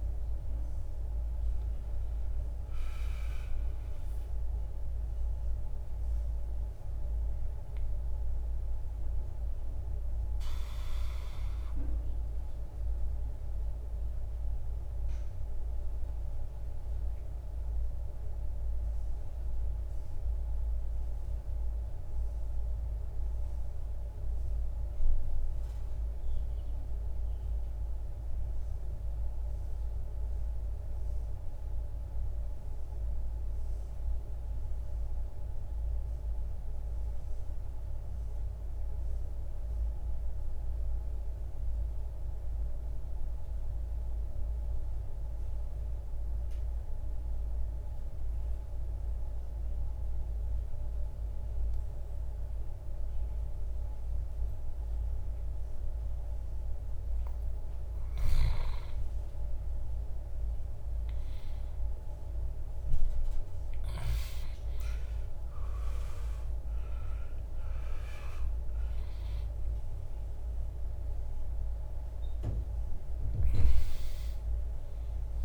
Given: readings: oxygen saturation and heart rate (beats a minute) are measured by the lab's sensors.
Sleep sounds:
breathing in sleep, hard to hear, by a room microphone; 1
0.00-13.00 s: oxygen desaturation (device-marked, oxygen 80% lowest, heart rate 59 extreme)
8.50-57.50 s: mixed apnea (oxygen 93% before, 80% lowest, heart rate 83 before, 44 extreme, up 24 after)
53.00-75.45 s: oxygen desaturation (device-marked, oxygen 97% before, 89% lowest, heart rate 53 before, 64 extreme)
59.00-64.50 s: arousal
From the record:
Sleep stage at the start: N2 (light sleep); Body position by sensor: on the back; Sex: male

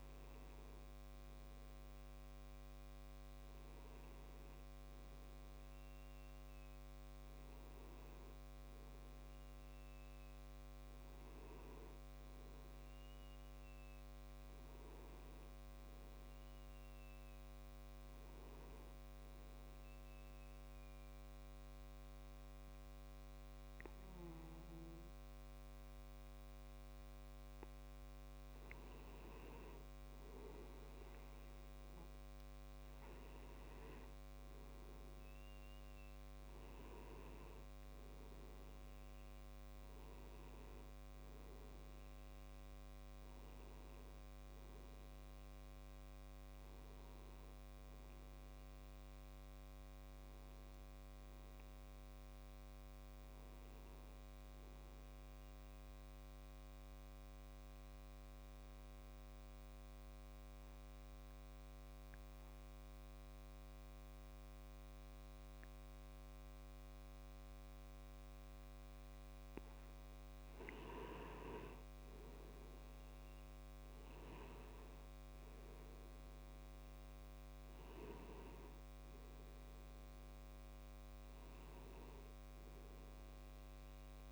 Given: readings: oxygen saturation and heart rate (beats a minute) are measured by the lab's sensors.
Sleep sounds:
breathing in sleep, hard to hear, by a microphone on the trachea; 2
0.00-2.50 s: arousal
10.50-84.32 s: new sleep stage, N2 (light sleep)
18.50-29.00 s: obstructive apnea (oxygen 95% before, 89% lowest)
34.00-38.00 s: arousal
57.50-69.50 s: obstructive apnea (oxygen 95% before, 89% lowest)
71.00-75.00 s: arousal
71.50-84.32 s: oxygen desaturation (device-marked, oxygen 95% before, 89% lowest)
From the record:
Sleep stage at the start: N1 (lightest sleep); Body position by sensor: on the back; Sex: male

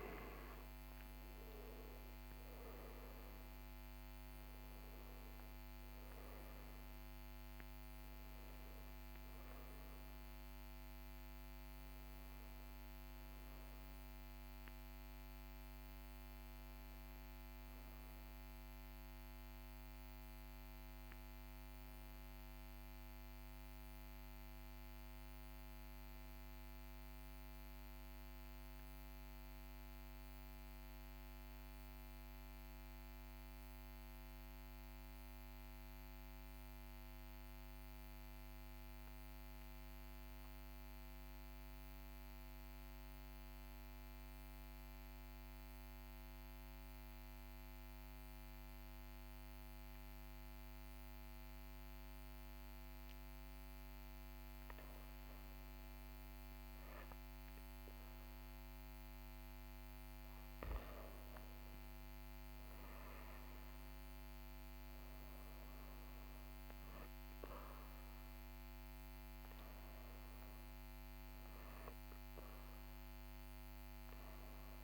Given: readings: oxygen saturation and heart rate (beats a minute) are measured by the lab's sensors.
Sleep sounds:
breathing in sleep, hard to hear, by a microphone on the trachea; 1
0.50-7.50 s: oxygen desaturation (device-marked, oxygen 98% before, 93% lowest, heart rate 47 before, 45 extreme)
22.00-26.00 s: arousal
28.50-53.50 s: central apnea (oxygen 99% before, 94% lowest, heart rate 48 before, 41 extreme, up 0 after)
38.50-74.84 s: new sleep stage, N2 (light sleep)
57.50-61.50 s: arousal
From the record:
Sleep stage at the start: N1 (lightest sleep); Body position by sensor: on the back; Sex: male

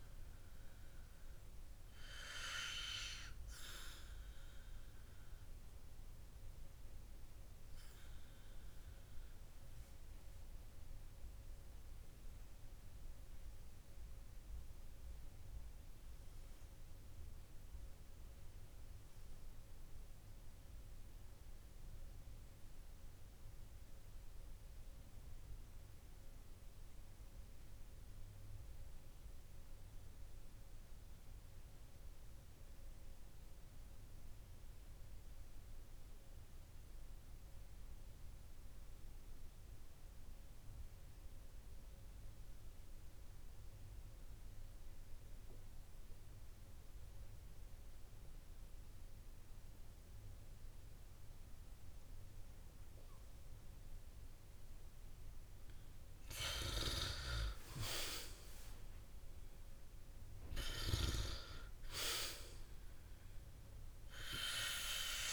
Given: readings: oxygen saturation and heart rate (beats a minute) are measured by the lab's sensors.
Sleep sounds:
breathing in sleep by a room microphone; 1
3.00-65.33 s: new sleep stage, REM sleep
8.50-55.50 s: obstructive apnea (oxygen 100% before, 91% lowest, heart rate 65 before, 46 extreme, up 20 after)
57.50-61.50 s: arousal
From the record:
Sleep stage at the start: N2 (light sleep); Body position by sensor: on the back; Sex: male

